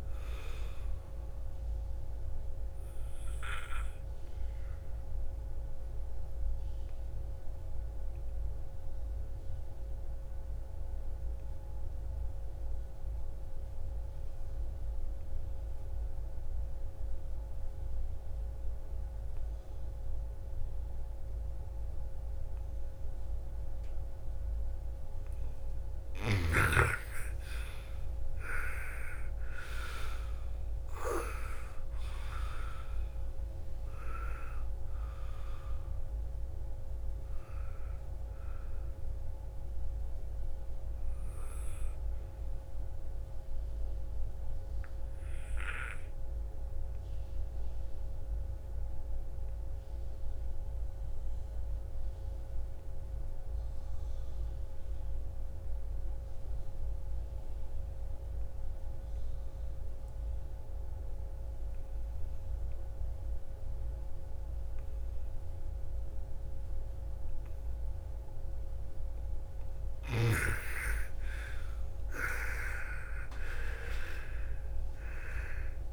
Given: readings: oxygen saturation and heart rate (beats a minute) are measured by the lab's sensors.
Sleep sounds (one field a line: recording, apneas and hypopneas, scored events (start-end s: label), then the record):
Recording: breathing in sleep by a room microphone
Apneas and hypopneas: 2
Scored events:
0.00-14.50 s: oxygen desaturation (device-marked, oxygen 82% lowest, heart rate 53 extreme)
6.00-25.50 s: obstructive apnea (oxygen 98% before, 81% lowest, heart rate 56 before, 53 extreme, up 17 after)
27.00-30.50 s: arousal
28.50-47.50 s: oxygen desaturation (device-marked, oxygen 99% before, 84% lowest, heart rate 57 before, 56 extreme)
43.50-70.00 s: obstructive apnea (oxygen 99% before, 81% lowest, heart rate 66 before, 56 extreme, up 20 after)
67.50-75.93 s: oxygen desaturation (device-marked, oxygen 98% before, 81% lowest, heart rate 58 before, 55 extreme)
71.00-75.00 s: arousal
From the record:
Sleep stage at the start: N2 (light sleep)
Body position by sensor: on the front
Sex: female